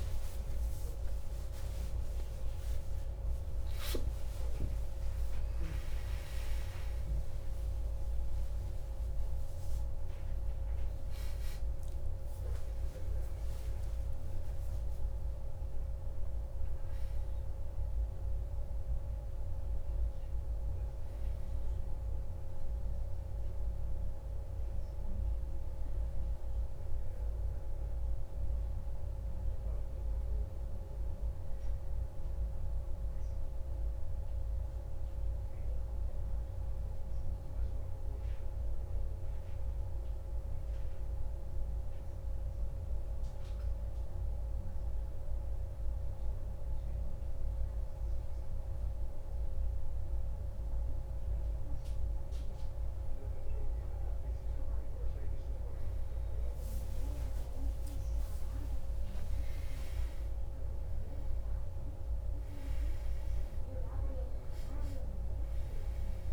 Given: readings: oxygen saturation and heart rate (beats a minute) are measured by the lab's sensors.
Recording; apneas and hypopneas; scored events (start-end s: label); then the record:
a person partly awake in a sleep study, hard to hear, by a room microphone; 1
14.00-66.33 s: new sleep stage, N1 (lightest sleep)
42.00-53.00 s: central apnea (oxygen 97% before, 93% lowest)
55.00-60.00 s: arousal
60.00-66.33 s: oxygen desaturation (device-marked, oxygen 96% before, 93% lowest, heart rate 53 before, 167 extreme)
From the record:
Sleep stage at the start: awake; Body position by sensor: on the back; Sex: male